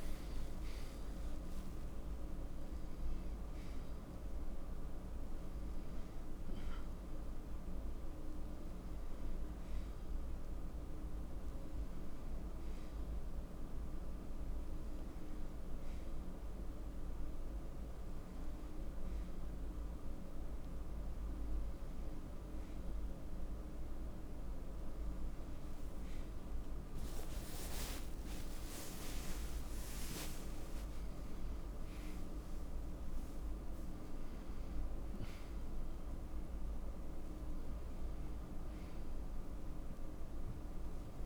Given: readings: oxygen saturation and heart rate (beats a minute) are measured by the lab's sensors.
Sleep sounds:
breathing in sleep, hard to hear, by a room microphone; none
28.00-32.50 s: arousal
From the record:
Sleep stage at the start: N1 (lightest sleep); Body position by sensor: on the right side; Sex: male

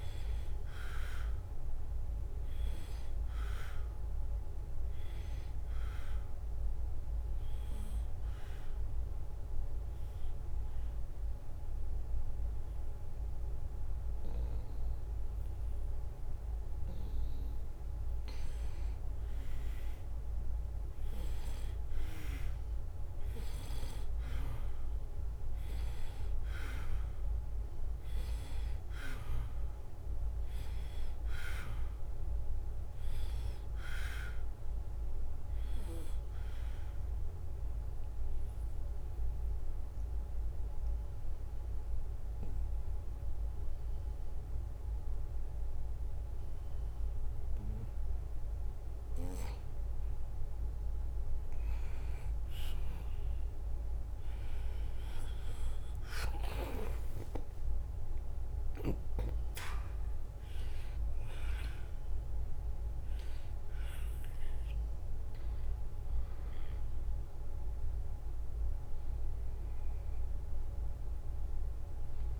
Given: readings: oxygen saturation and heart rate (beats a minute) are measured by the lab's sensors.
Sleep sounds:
breathing in sleep by a room microphone; 2
1.50-16.50 s: obstructive apnea (oxygen 94% before, 90% lowest, heart rate 73 before, 72 extreme, up 0 after)
20.50-24.00 s: arousal
28.50-44.50 s: oxygen desaturation (device-marked, oxygen 93% before, 90% lowest, heart rate 73 before, 71 extreme)
37.50-49.00 s: obstructive apnea (oxygen 93% before, 90% lowest, heart rate 73 before, 71 extreme, up 0 after)
57.00-61.00 s: arousal
57.50-72.40 s: oxygen desaturation (device-marked, oxygen 94% before, 90% lowest, heart rate 73 before, 72 extreme)
59.50-72.40 s: drop in pulse transit time (device-marked, heart rate 73 before, 74 extreme)
From the record:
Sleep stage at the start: N2 (light sleep); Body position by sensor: on the back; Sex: male

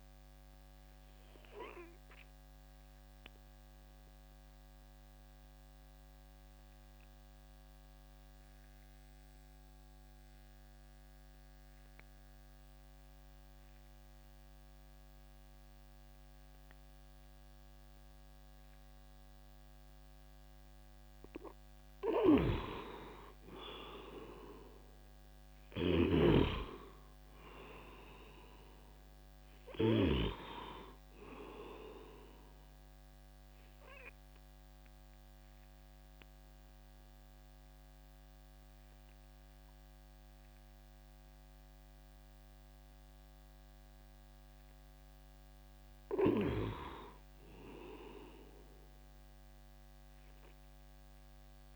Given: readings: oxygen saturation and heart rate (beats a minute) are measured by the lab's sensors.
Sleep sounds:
breathing in sleep by a microphone on the trachea; 2
0.00-10.00 s: oxygen desaturation (device-marked, oxygen 88% lowest, heart rate 60 extreme)
0.50-20.50 s: obstructive apnea (oxygen 98% before, 88% lowest, heart rate 70 before, 61 extreme, up 14 after)
23.00-26.00 s: arousal
28.00-51.00 s: oxygen desaturation (device-marked, oxygen 98% before, 92% lowest, heart rate 65 before, 56 extreme)
32.00-44.50 s: obstructive apnea (oxygen 99% before, 87% lowest, heart rate 67 before, 56 extreme, up 3 after)
47.00-50.00 s: arousal
From the record:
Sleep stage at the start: N2 (light sleep); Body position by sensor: on the back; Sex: male

